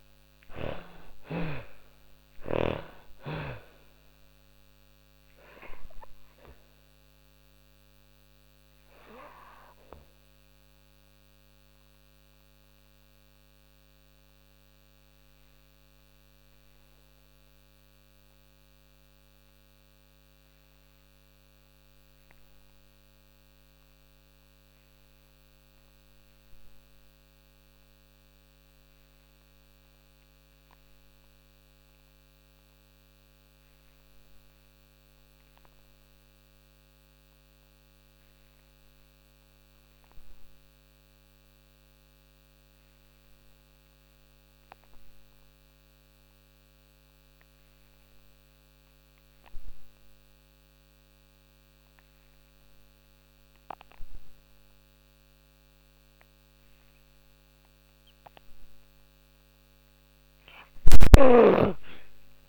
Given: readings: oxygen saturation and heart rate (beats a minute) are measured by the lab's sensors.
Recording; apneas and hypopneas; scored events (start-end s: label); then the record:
breathing in sleep by a microphone on the trachea; 1
0.00-25.00 s: oxygen desaturation (device-marked, oxygen 64% lowest, heart rate 45 extreme)
6.00-58.00 s: obstructive apnea (oxygen 97% before, 62% lowest, heart rate 66 before, 45 extreme, up 51 after)
32.00-62.48 s: oxygen desaturation (device-marked, oxygen 97% before, 62% lowest, heart rate 59 before, 45 extreme)
59.50-62.48 s: snoring (device-marked)
60.00-62.48 s: arousal
From the record:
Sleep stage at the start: N2 (light sleep); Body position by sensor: on the back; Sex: female